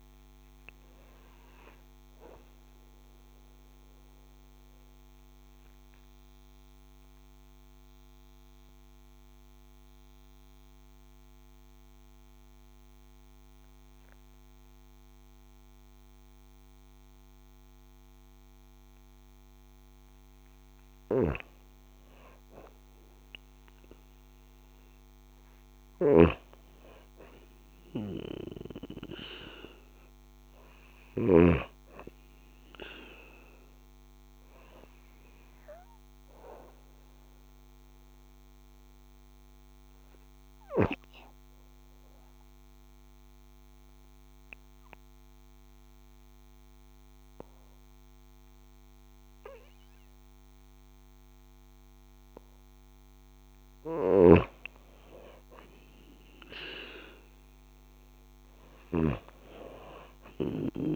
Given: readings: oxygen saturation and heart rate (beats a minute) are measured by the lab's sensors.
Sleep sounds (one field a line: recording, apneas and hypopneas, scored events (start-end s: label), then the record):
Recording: breathing in sleep by a microphone on the trachea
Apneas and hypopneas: 2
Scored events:
3.50-20.50 s: mixed apnea (oxygen 96% before, 92% lowest)
20.50-31.00 s: snoring (device-marked)
22.00-25.00 s: arousal
41.00-53.50 s: obstructive apnea (oxygen 97% before, 92% lowest)
53.50-59.00 s: snoring (device-marked)
From the record:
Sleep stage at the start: N2 (light sleep)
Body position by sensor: on the right side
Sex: female